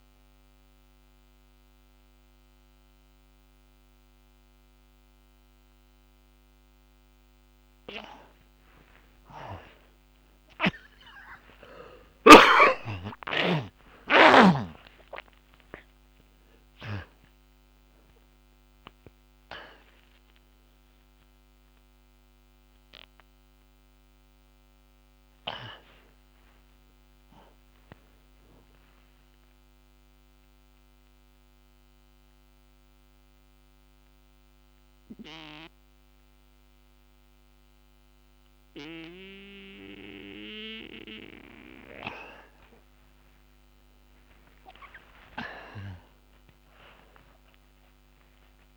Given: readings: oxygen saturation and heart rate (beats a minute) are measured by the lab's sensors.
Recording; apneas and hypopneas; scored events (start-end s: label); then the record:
breathing in sleep by a microphone on the trachea; 1
0.00-20.50 s: oxygen desaturation (device-marked, oxygen 85% lowest)
24.50-28.00 s: arousal
27.50-42.50 s: oxygen desaturation (device-marked, oxygen 92% before, 88% lowest)
30.00-41.50 s: central apnea (oxygen 93% before, 88% lowest)
43.00-48.50 s: arousal
From the record:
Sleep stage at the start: N1 (lightest sleep); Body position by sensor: on the back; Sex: male